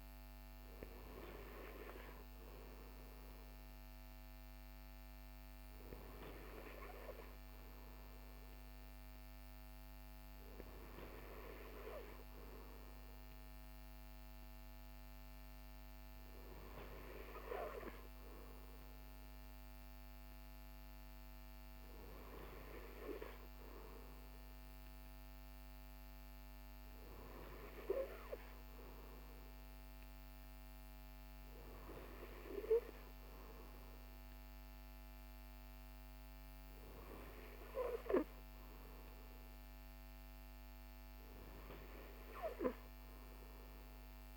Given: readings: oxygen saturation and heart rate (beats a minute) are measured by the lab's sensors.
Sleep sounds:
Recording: breathing in sleep by a microphone on the trachea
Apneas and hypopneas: none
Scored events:
none scored
From the record:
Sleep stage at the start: N2 (light sleep)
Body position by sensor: on the right side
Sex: male

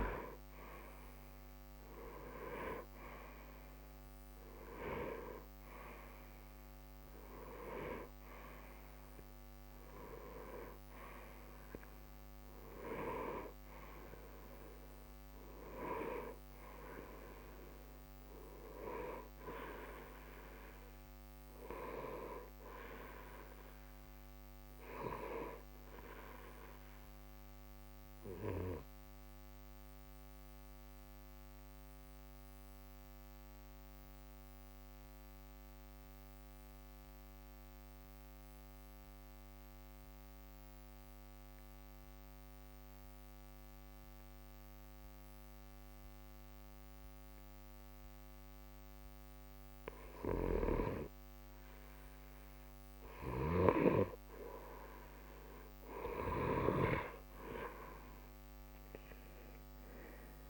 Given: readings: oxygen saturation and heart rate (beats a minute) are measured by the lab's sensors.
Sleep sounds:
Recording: breathing in sleep by a microphone on the trachea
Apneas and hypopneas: 1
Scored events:
0.00-28.50 s: oxygen desaturation (device-marked, oxygen 89% lowest, heart rate 60 extreme)
26.50-50.00 s: obstructive apnea (oxygen 93% before, 91% lowest, heart rate 60 before, 60 extreme, up 0 after)
56.00-60.50 s: arousal
From the record:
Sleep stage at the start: N2 (light sleep)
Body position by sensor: on the right side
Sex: male

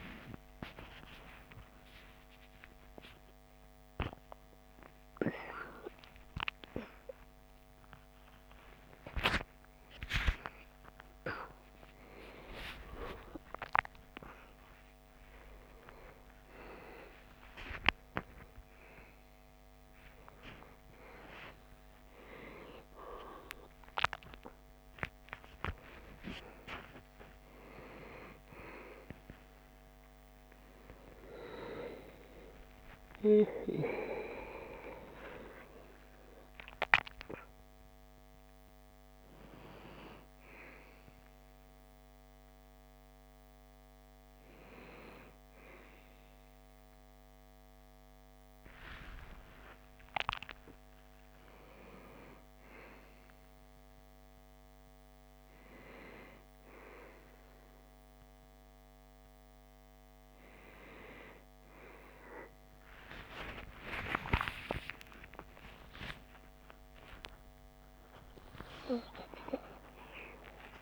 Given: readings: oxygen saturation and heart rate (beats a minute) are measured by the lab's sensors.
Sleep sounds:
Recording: a person awake in a sleep study, by a microphone on the trachea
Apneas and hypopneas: none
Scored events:
none scored
From the record:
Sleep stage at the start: awake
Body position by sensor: on the back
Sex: male

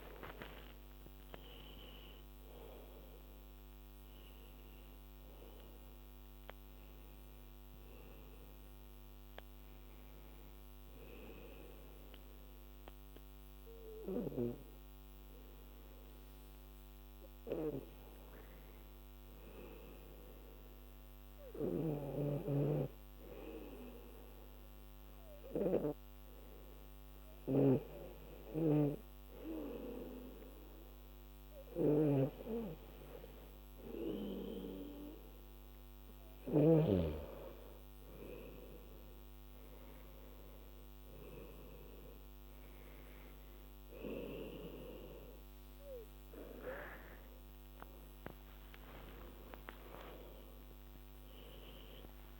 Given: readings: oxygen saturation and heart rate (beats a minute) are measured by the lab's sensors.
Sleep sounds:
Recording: breathing in sleep by a microphone on the trachea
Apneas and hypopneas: 1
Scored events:
0.00-2.50 s: arousal
10.50-33.50 s: hypopnea (oxygen 98% before, 94% lowest, heart rate 94 before, 78 extreme, up 6 after)
22.00-37.00 s: snoring (device-marked)
24.50-29.50 s: oxygen desaturation (device-marked, oxygen 98% before, 95% lowest, heart rate 84 before, 78 extreme)
48.00-52.40 s: arousal
From the record:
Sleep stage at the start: N2 (light sleep)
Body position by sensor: on the back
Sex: female

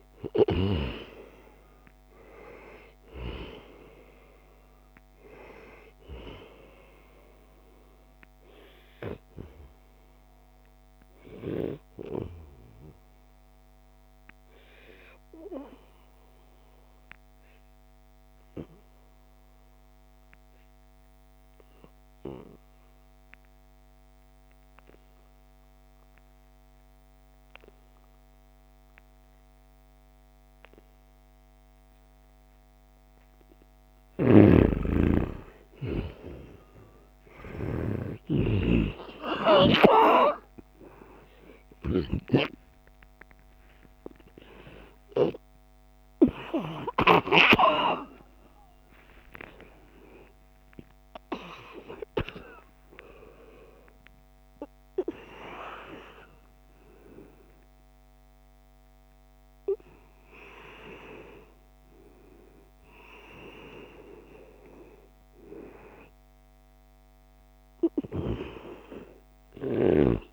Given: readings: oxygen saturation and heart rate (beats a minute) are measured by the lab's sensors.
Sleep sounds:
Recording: a person partly awake in a sleep study, by a microphone on the trachea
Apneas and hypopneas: 1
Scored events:
0.00-17.00 s: oxygen desaturation (device-marked, oxygen 89% lowest, heart rate 71 extreme)
6.50-33.50 s: obstructive apnea (oxygen 97% before, 89% lowest, heart rate 75 before, 71 extreme, up 2 after)
34.00-42.00 s: snoring (device-marked)
35.00-52.00 s: oxygen desaturation (device-marked, oxygen 97% before, 91% lowest, heart rate 74 before, 73 extreme)
47.00-49.00 s: long interval between heartbeats (device-marked, heart rate 74 before, 102 extreme)
48.00-70.33 s: new sleep stage, awake
50.50-52.50 s: long interval between heartbeats (device-marked, heart rate 81 before, 141 extreme)
From the record:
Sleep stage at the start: N2 (light sleep)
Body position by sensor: on the back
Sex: male

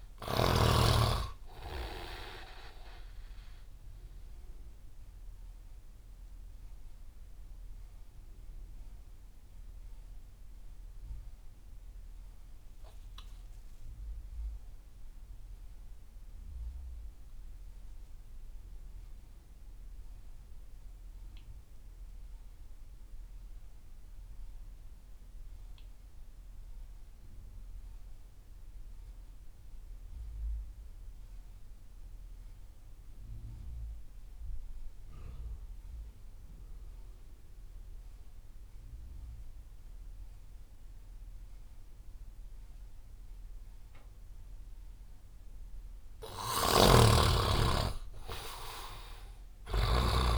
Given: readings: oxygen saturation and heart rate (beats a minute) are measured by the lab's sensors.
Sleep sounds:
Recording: breathing in sleep by a room microphone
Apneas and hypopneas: 1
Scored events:
0.00-1.00 s: snoring (device-marked)
0.00-17.50 s: oxygen desaturation (device-marked, oxygen 60% lowest)
4.00-45.50 s: mixed apnea (oxygen 92% before, 57% lowest)
19.50-50.38 s: oxygen desaturation (device-marked, oxygen 99% before, 57% lowest)
46.50-50.38 s: snoring (device-marked)
47.00-50.38 s: arousal
From the record:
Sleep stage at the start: REM sleep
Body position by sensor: on the right side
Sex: male

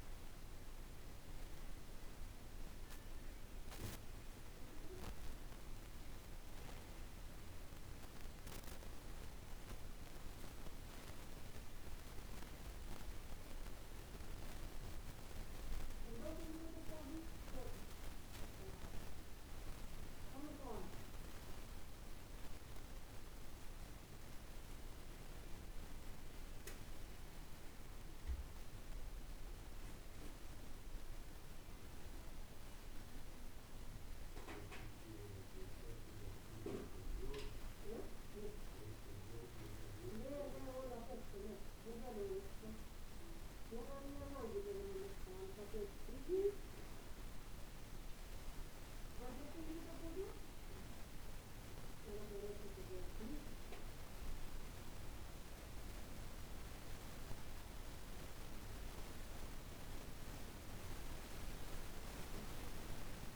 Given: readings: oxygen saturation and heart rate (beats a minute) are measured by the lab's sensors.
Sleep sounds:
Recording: breathing in sleep by a room microphone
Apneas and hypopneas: none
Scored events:
none scored
From the record:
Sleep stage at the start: N2 (light sleep)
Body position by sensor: on the back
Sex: male

